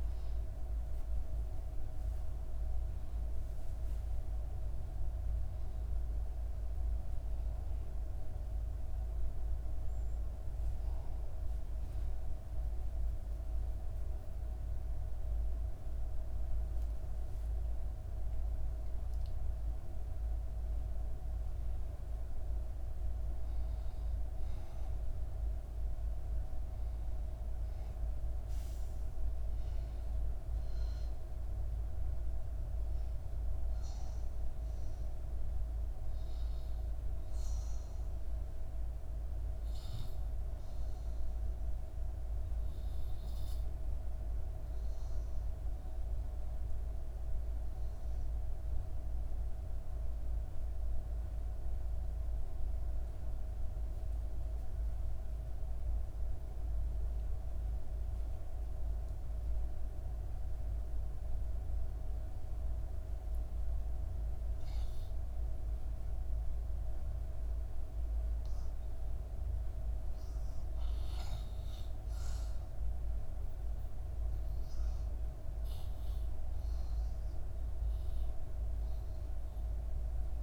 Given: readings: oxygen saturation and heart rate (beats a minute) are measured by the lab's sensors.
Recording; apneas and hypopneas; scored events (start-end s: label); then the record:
breathing in sleep, hard to hear, by a room microphone; none
0.00-3.00 s: arousal
58.50-80.43 s: oxygen desaturation (device-marked, oxygen 97% before, 89% lowest, heart rate 68 before, 67 extreme)
From the record:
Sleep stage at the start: REM sleep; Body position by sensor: on the back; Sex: female